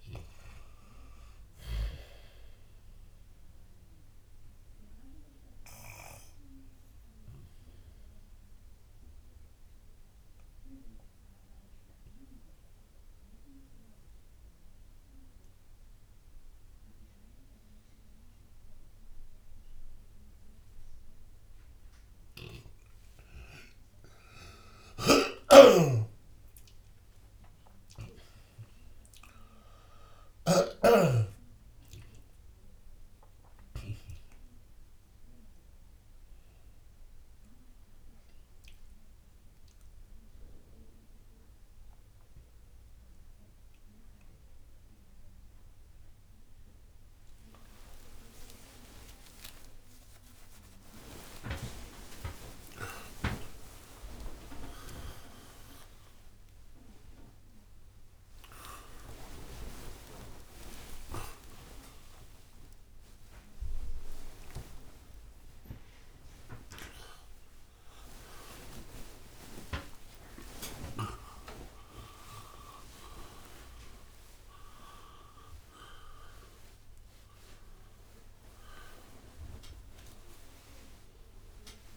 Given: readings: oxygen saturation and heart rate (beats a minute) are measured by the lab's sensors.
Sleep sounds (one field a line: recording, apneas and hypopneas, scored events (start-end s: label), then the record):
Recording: a person awake in a sleep study, by a room microphone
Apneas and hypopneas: 1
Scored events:
5.00-23.00 s: oxygen desaturation (device-marked, oxygen 95% before, 89% lowest, heart rate 69 before, 59 extreme)
5.50-23.00 s: obstructive apnea (oxygen 95% before, 86% lowest, heart rate 69 before, 59 extreme, up 14 after)
25.00-31.00 s: snoring (device-marked)
31.00-81.97 s: new sleep stage, awake
63.00-74.00 s: oxygen desaturation (device-marked, oxygen 91% before, 86% lowest)
From the record:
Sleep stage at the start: N2 (light sleep)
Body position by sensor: on the back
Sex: male